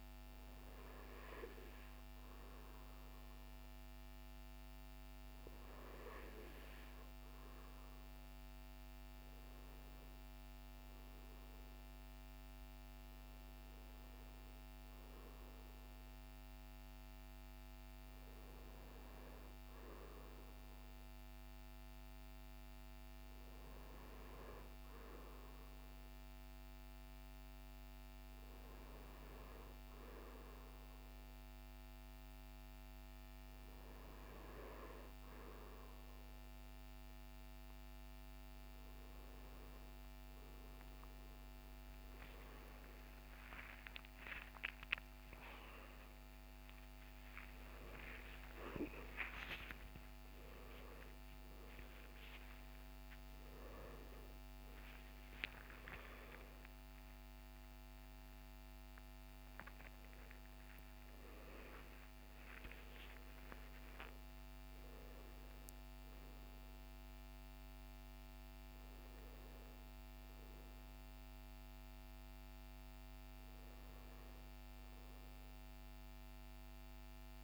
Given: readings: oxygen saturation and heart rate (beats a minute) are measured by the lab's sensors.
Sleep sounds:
breathing in sleep by a microphone on the trachea; none
42.50-49.00 s: arousal
54.00-77.44 s: new sleep stage, N1 (lightest sleep)
From the record:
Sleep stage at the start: N2 (light sleep); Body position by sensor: on the right side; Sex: male

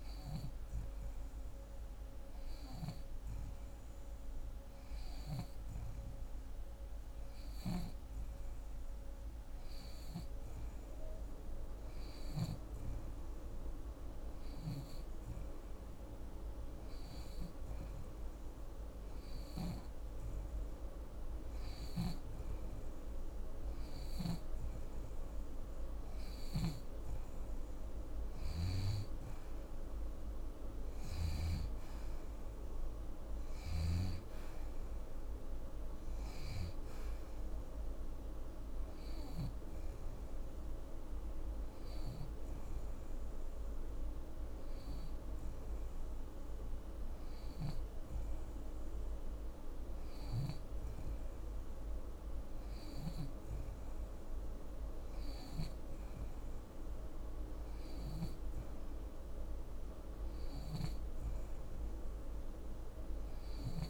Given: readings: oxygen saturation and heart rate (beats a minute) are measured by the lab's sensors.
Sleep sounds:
breathing in sleep by a room microphone; none
7.00-12.00 s: snoring (device-marked)
21.00-31.00 s: snoring (device-marked)
From the record:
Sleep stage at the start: N2 (light sleep); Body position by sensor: on the back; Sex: female

